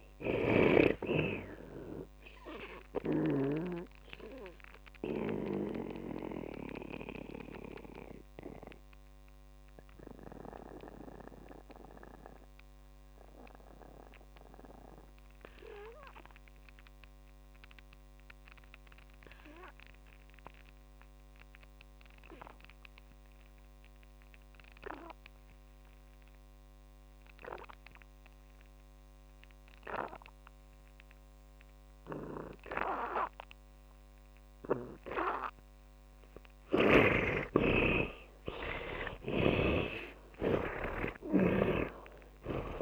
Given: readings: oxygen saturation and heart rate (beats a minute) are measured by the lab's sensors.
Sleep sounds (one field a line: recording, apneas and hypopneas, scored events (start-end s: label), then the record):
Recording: breathing in sleep by a microphone on the trachea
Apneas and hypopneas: 1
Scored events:
0.00-23.50 s: oxygen desaturation (device-marked, oxygen 74% lowest)
5.50-37.50 s: mixed apnea (oxygen 90% before, 74% lowest)
25.50-42.82 s: oxygen desaturation (device-marked, oxygen 100% before, 76% lowest)
39.00-42.82 s: arousal
From the record:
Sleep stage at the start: N2 (light sleep)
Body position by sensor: on the back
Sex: male